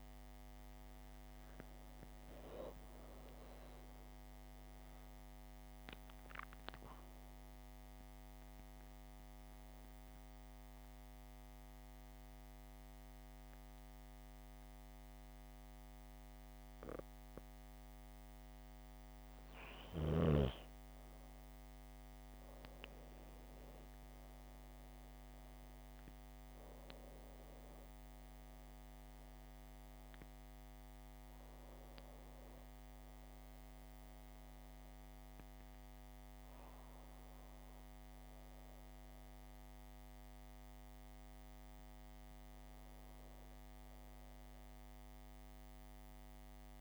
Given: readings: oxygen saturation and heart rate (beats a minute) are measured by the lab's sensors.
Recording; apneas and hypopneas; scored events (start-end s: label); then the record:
breathing in sleep, hard to hear, by a microphone on the trachea; 1
8.50-19.50 s: obstructive apnea (oxygen 97% before, 96% lowest, heart rate 109 before, 74 extreme, up 6 after)
22.00-24.50 s: arousal
28.00-39.00 s: oxygen desaturation (device-marked, oxygen 99% before, 96% lowest, heart rate 83 before, 74 extreme)
43.50-46.81 s: arousal
From the record:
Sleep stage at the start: N2 (light sleep); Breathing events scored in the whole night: 179 in 5.8 hours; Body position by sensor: on the back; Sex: female